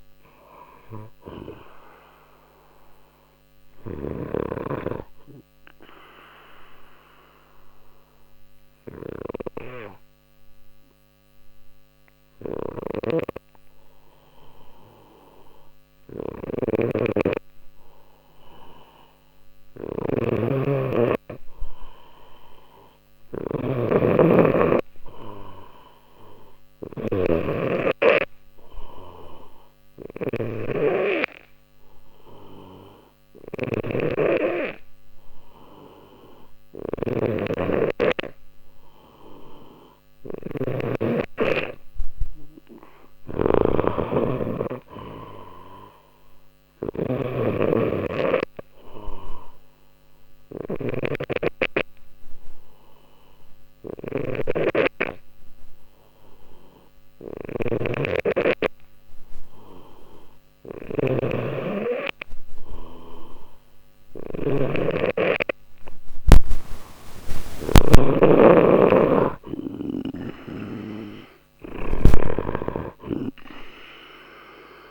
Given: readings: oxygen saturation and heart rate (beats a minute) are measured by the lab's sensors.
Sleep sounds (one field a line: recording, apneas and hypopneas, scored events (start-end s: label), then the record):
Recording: breathing in sleep by a microphone on the trachea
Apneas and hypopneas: 3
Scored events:
0.00-6.00 s: oxygen desaturation (device-marked, oxygen 91% lowest, heart rate 59 extreme)
3.50-19.00 s: obstructive apnea (oxygen 94% before, 91% lowest, heart rate 61 before, 59 extreme, up 3 after)
12.50-67.50 s: snoring (device-marked)
21.50-25.00 s: arousal
29.50-40.50 s: obstructive apnea (oxygen 97% before, 91% lowest, heart rate 60 before, 60 extreme, up 0 after)
42.00-45.00 s: arousal
43.00-58.00 s: oxygen desaturation (device-marked, oxygen 95% before, 92% lowest, heart rate 60 before, 60 extreme)
50.50-62.50 s: obstructive apnea (oxygen 97% before, 91% lowest, heart rate 60 before, 60 extreme, up 1 after)
65.00-67.50 s: arousal
72.00-74.91 s: snoring (device-marked)
From the record:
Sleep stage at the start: N2 (light sleep)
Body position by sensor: on the left side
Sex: male